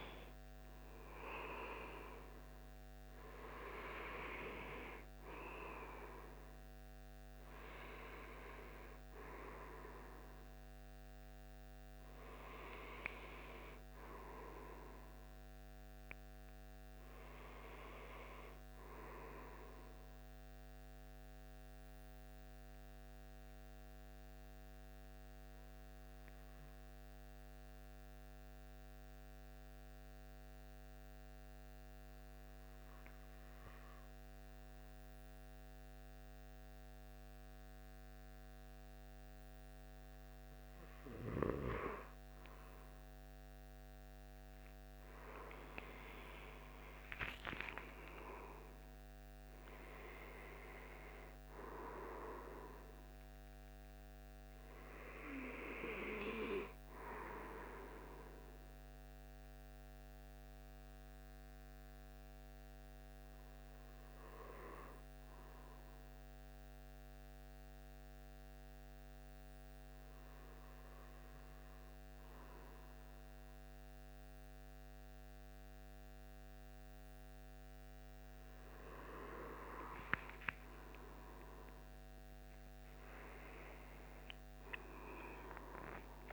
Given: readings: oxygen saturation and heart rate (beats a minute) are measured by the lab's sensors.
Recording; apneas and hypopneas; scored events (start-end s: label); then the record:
breathing in sleep by a microphone on the trachea; 2
2.50-21.50 s: oxygen desaturation (device-marked, oxygen 96% before, 92% lowest, heart rate 79 before, 75 extreme)
21.00-39.00 s: mixed apnea (oxygen 96% before, 93% lowest, heart rate 83 before, 76 extreme, up 15 after)
40.50-60.50 s: oxygen desaturation (device-marked, oxygen 97% before, 93% lowest, heart rate 77 before, 74 extreme)
43.00-46.50 s: arousal
59.00-77.00 s: hypopnea (oxygen 97% before, 93% lowest, heart rate 83 before, 74 extreme, up 9 after)
79.50-85.00 s: arousal
From the record:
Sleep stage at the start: N2 (light sleep); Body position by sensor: on the right side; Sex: male